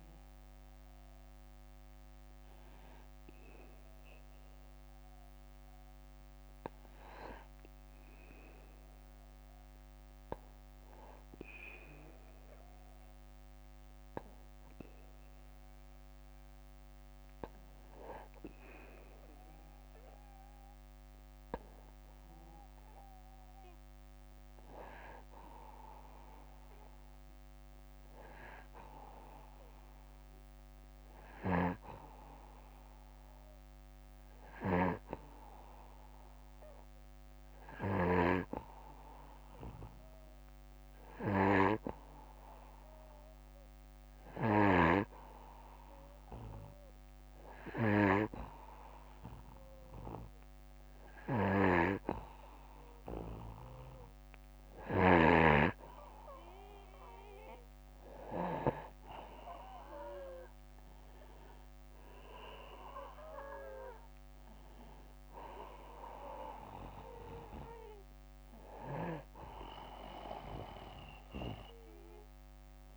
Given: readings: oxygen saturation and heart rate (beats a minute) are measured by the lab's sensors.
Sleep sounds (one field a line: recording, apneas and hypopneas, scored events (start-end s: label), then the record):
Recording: breathing in sleep by a microphone on the trachea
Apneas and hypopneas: 1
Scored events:
15.00-18.00 s: arousal
21.50-52.00 s: hypopnea (oxygen 98% before, 92% lowest, heart rate 61 before, 60 extreme, up 2 after)
30.50-37.50 s: snoring (device-marked)
50.50-58.00 s: snoring (device-marked)
55.50-59.00 s: arousal
From the record:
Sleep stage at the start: N2 (light sleep)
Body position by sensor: on the back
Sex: male